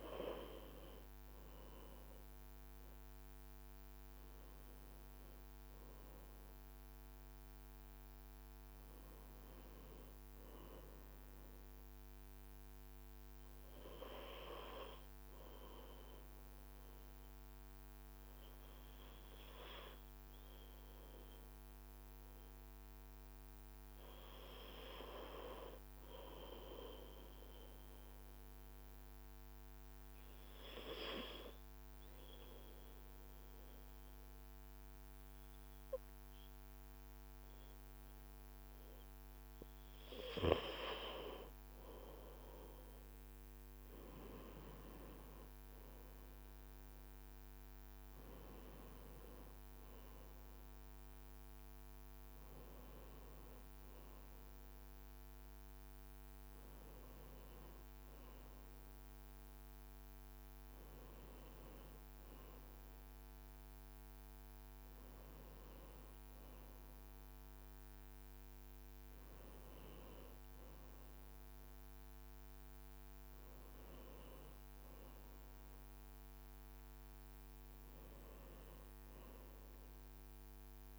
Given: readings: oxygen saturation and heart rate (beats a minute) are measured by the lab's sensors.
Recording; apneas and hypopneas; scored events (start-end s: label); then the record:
breathing in sleep by a microphone on the trachea; 1
3.50-63.50 s: new sleep stage, N2 (light sleep)
26.50-40.00 s: obstructive apnea (oxygen 96% before, 93% lowest, heart rate 55 before, 52 extreme, up 3 after)
42.00-46.50 s: arousal
63.50-80.99 s: new sleep stage, N1 (lightest sleep)
From the record:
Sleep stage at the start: N1 (lightest sleep); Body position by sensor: on the back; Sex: male